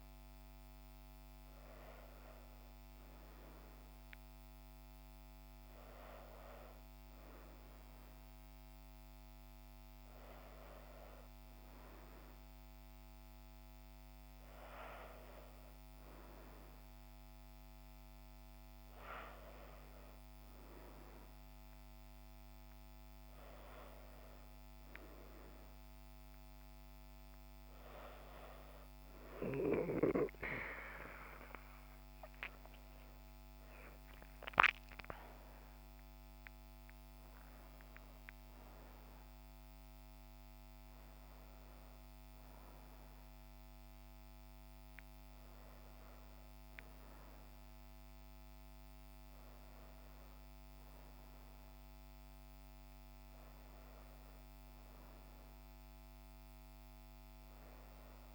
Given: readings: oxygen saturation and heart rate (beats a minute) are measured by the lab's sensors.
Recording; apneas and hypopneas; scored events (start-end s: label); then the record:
breathing in sleep by a microphone on the trachea; none
32.00-36.00 s: arousal
32.00-58.35 s: new sleep stage, N1 (lightest sleep)
From the record:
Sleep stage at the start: N2 (light sleep); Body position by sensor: on the back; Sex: female